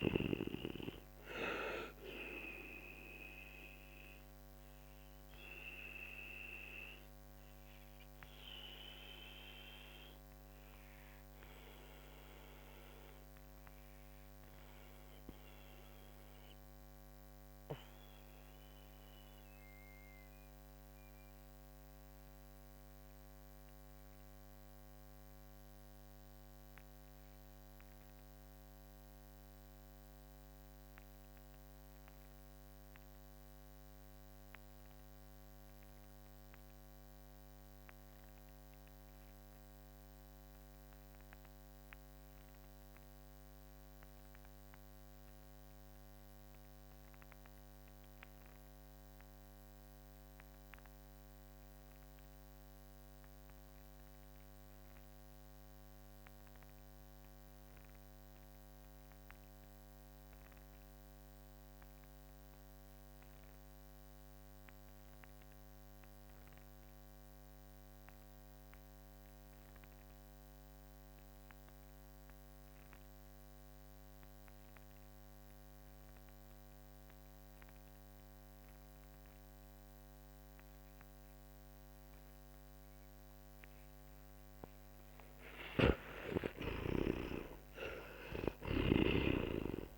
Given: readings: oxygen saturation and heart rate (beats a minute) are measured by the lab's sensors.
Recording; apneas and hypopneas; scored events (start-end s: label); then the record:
breathing in sleep by a microphone on the trachea; 1
0.00-33.50 s: oxygen desaturation (device-marked, oxygen 81% lowest, heart rate 45 extreme)
2.00-85.50 s: mixed apnea (oxygen 97% before, 79% lowest, heart rate 63 before, 39 extreme, up 27 after)
59.50-89.98 s: oxygen desaturation (device-marked, oxygen 99% before, 82% lowest, heart rate 49 before, 39 extreme)
85.50-89.00 s: snoring (device-marked)
86.00-89.98 s: arousal
From the record:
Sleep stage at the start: N2 (light sleep); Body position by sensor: on the back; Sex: male